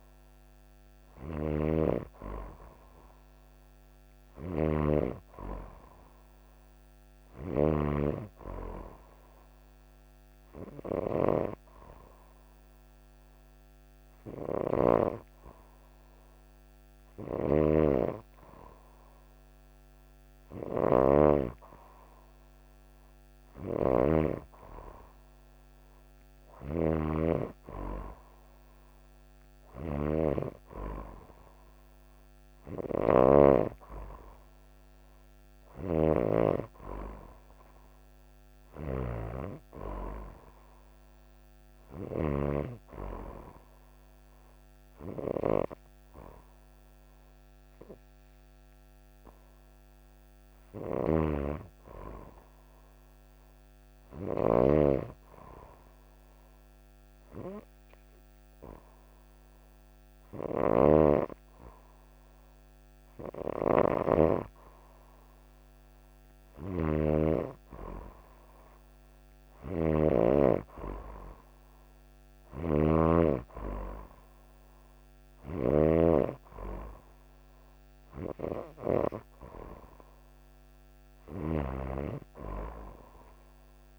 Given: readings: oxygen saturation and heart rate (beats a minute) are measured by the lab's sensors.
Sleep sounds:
breathing in sleep by a microphone on the trachea; 2
0.00-42.00 s: snoring (device-marked)
8.50-22.00 s: hypopnea (oxygen 95% before, 93% lowest)
24.00-27.00 s: arousal
50.50-64.00 s: snoring (device-marked)
54.00-67.50 s: hypopnea (oxygen 95% before, 91% lowest)
66.00-83.99 s: snoring (device-marked)
69.50-73.50 s: arousal
81.00-83.99 s: oxygen desaturation (device-marked, oxygen 94% before, 91% lowest)
From the record:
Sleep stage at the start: N2 (light sleep); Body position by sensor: on the right side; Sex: female

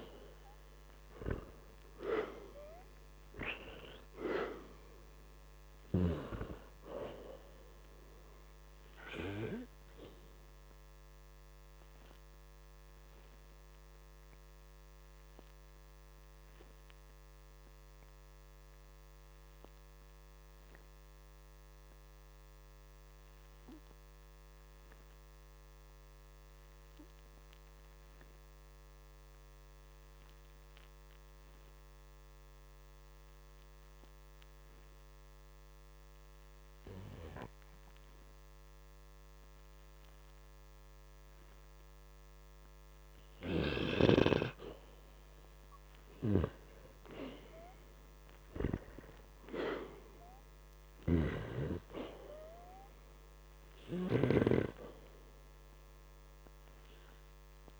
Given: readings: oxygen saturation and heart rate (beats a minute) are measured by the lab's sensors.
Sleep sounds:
breathing in sleep by a microphone on the trachea; 1
0.00-3.50 s: arousal
12.00-43.00 s: hypopnea (oxygen 97% before, 86% lowest, heart rate 56 before, 52 extreme, up 4 after)
22.50-39.50 s: oxygen desaturation (device-marked, oxygen 94% before, 86% lowest, heart rate 58 before, 52 extreme)
46.00-49.50 s: arousal
54.50-56.50 s: oxygen desaturation (device-marked, oxygen 96% before, 92% lowest, heart rate 54 before, 55 extreme)
From the record:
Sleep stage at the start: N2 (light sleep); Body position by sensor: on the back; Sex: male

